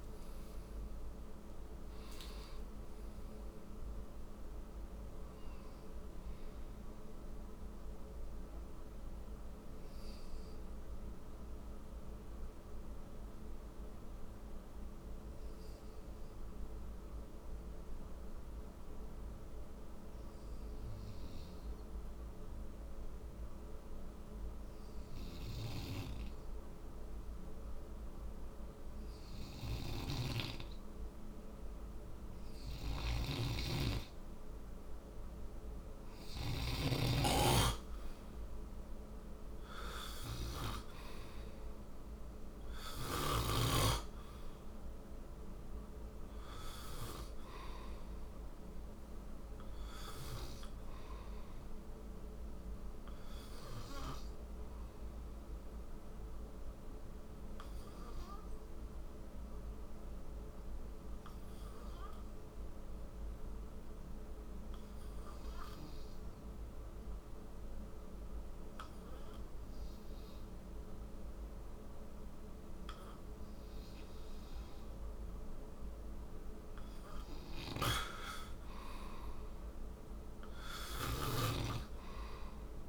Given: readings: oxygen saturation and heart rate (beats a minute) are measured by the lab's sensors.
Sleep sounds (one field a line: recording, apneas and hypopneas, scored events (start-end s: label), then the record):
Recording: breathing in sleep by a room microphone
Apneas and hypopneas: 2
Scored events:
0.00-18.50 s: oxygen desaturation (device-marked, oxygen 90% lowest, heart rate 53 extreme)
10.00-28.50 s: obstructive apnea (oxygen 97% before, 90% lowest, heart rate 75 before, 55 extreme, up 4 after)
29.00-36.00 s: snoring (device-marked)
32.50-61.50 s: oxygen desaturation (device-marked, oxygen 98% before, 92% lowest, heart rate 57 before, 56 extreme)
33.00-37.50 s: arousal
53.50-76.00 s: obstructive apnea (oxygen 98% before, 91% lowest, heart rate 62 before, 54 extreme, up 2 after)
77.50-82.89 s: oxygen desaturation (device-marked, oxygen 97% before, 91% lowest, heart rate 59 before, 54 extreme)
78.50-82.89 s: arousal
From the record:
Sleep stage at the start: N2 (light sleep)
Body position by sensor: on the right side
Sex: male